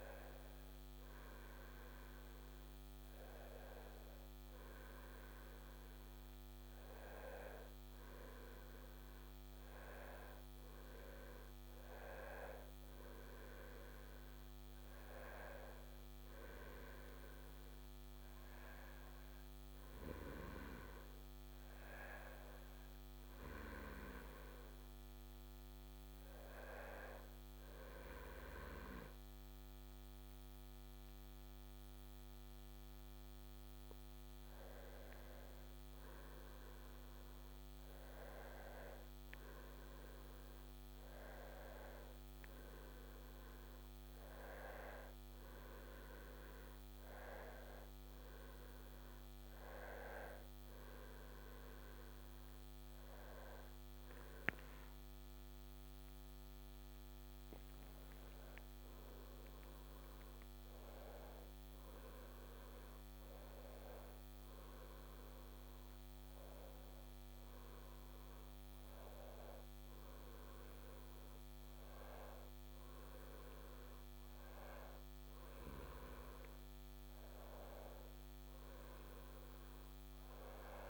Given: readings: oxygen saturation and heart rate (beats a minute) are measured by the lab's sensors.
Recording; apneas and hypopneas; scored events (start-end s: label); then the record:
breathing in sleep by a microphone on the trachea; none
75.00-79.00 s: arousal
From the record:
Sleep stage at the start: N2 (light sleep); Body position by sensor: on the back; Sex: male